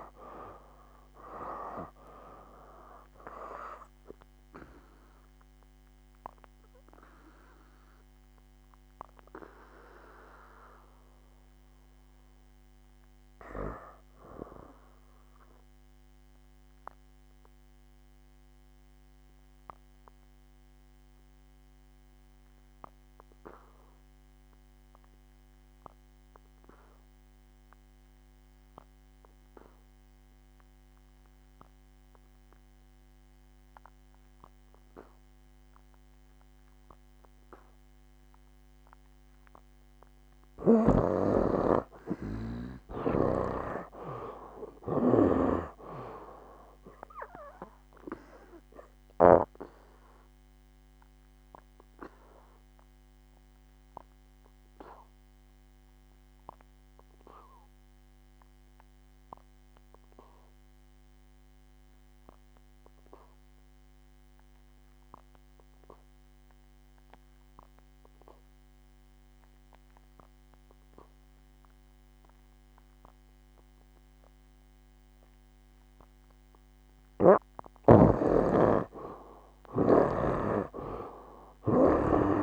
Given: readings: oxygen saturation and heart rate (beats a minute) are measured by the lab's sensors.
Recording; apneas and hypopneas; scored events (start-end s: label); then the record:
breathing in sleep by a microphone on the trachea; 2
4.50-39.50 s: obstructive apnea (oxygen 94% before, 72% lowest, heart rate 64 before, 57 extreme, up 16 after)
17.00-29.00 s: oxygen desaturation (device-marked, oxygen 92% before, 81% lowest, heart rate 69 before, 57 extreme)
41.50-44.50 s: arousal
42.00-73.00 s: oxygen desaturation (device-marked, oxygen 98% before, 72% lowest, heart rate 60 before, 61 extreme)
49.50-77.00 s: obstructive apnea (oxygen 98% before, 71% lowest, heart rate 62 before, 61 extreme, up 12 after)
78.00-82.43 s: snoring (device-marked)
80.50-82.43 s: arousal
From the record:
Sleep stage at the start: N2 (light sleep); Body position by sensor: on the back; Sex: male